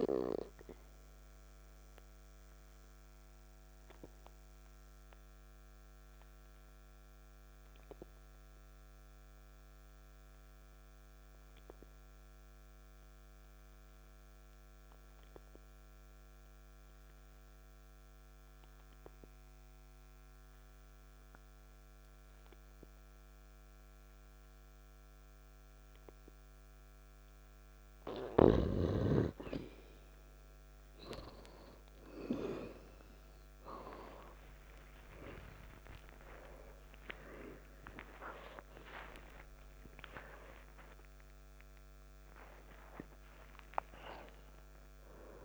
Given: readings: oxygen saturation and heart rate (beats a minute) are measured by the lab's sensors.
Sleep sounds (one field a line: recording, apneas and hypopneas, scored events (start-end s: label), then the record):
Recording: breathing in sleep by a microphone on the trachea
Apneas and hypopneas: 1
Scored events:
0.00-20.00 s: oxygen desaturation (device-marked, oxygen 91% lowest, heart rate 47 extreme)
1.00-26.00 s: obstructive apnea (oxygen 98% before, 90% lowest, heart rate 53 before, 47 extreme)
34.00-39.00 s: arousal
34.00-44.00 s: oxygen desaturation (device-marked, oxygen 97% before, 93% lowest, heart rate 52 before, 54 extreme)
From the record:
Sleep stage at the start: N2 (light sleep)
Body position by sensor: on the back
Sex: male